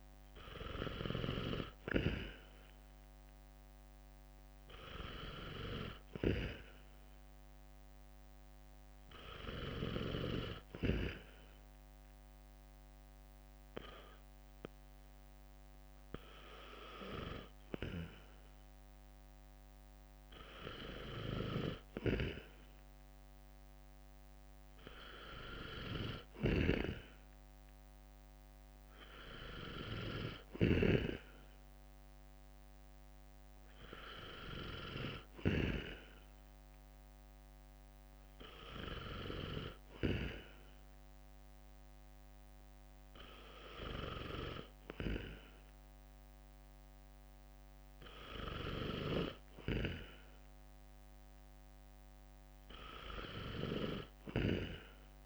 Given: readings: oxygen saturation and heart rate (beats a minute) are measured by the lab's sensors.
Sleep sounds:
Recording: breathing in sleep by a microphone on the trachea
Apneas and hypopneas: 1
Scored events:
10.00-22.00 s: obstructive apnea (oxygen 95% before, 92% lowest, heart rate 69 before, 63 extreme, up 0 after)
24.50-28.50 s: arousal
From the record:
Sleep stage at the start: N2 (light sleep)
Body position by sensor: on the right side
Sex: male

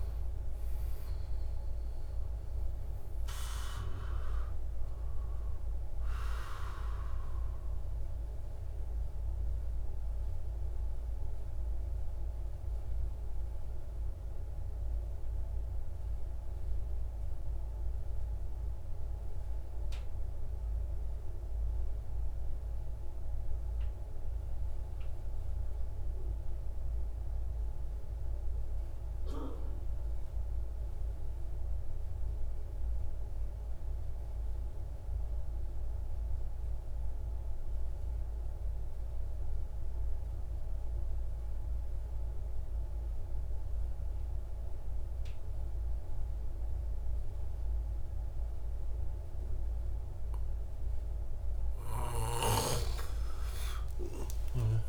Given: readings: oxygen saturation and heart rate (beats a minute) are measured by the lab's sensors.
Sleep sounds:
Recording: breathing in sleep by a room microphone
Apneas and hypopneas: 1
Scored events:
0.00-15.50 s: oxygen desaturation (device-marked, oxygen 87% lowest, heart rate 102 extreme)
6.50-50.00 s: mixed apnea (oxygen 96% before, 87% lowest)
36.50-54.89 s: oxygen desaturation (device-marked, oxygen 99% before, 87% lowest)
From the record:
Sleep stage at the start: N2 (light sleep)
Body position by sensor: on the right side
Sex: male

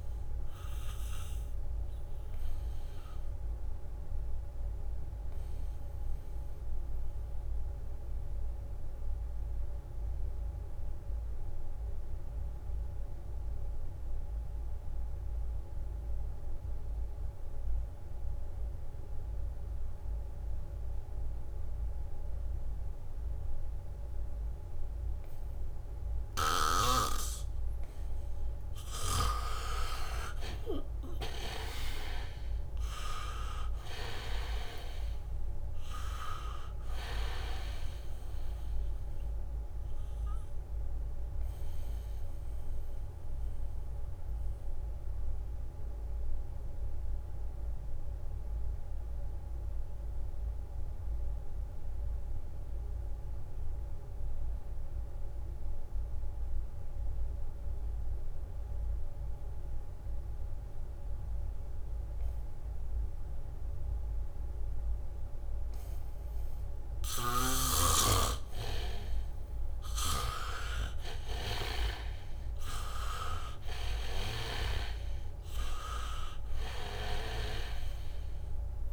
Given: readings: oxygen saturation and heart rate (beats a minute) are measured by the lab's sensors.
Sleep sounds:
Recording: breathing in sleep by a room microphone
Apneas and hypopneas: 2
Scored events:
0.00-3.00 s: leg movement (device-marked)
0.00-17.50 s: oxygen desaturation (device-marked, oxygen 76% lowest, heart rate 62 extreme)
3.50-28.00 s: mixed apnea (oxygen 99% before, 76% lowest, heart rate 67 before, 62 extreme, up 0 after)
25.50-58.50 s: oxygen desaturation (device-marked, oxygen 99% before, 78% lowest, heart rate 71 before, 63 extreme)
26.50-32.00 s: snoring (device-marked)
30.50-35.50 s: arousal
40.00-67.50 s: mixed apnea (oxygen 99% before, 78% lowest, heart rate 66 before, 64 extreme, up 1 after)
58.50-65.50 s: leg movement (device-marked)
67.50-77.50 s: leg movement (device-marked)
68.50-78.93 s: oxygen desaturation (device-marked, oxygen 99% before, 78% lowest, heart rate 71 before, 64 extreme)
71.00-76.00 s: arousal
From the record:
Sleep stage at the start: N2 (light sleep)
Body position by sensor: on the back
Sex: male

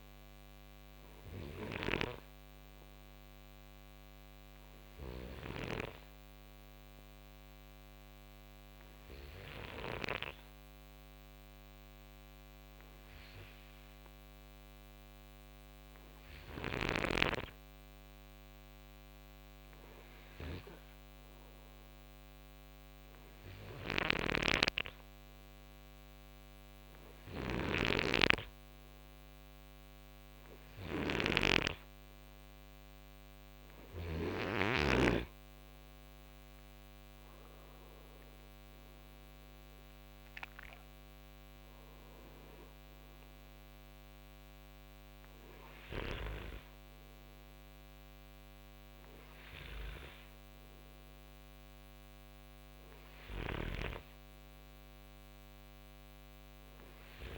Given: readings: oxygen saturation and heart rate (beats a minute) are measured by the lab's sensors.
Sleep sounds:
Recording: breathing in sleep by a microphone on the trachea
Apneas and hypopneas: 1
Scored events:
0.00-13.50 s: oxygen desaturation (device-marked, oxygen 91% lowest, heart rate 55 extreme)
4.50-31.50 s: hypopnea (oxygen 95% before, 91% lowest, heart rate 63 before, 54 extreme, up 7 after)
23.50-34.00 s: snoring (device-marked)
36.00-40.50 s: arousal
From the record:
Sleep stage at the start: N2 (light sleep)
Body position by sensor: on the right side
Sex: male

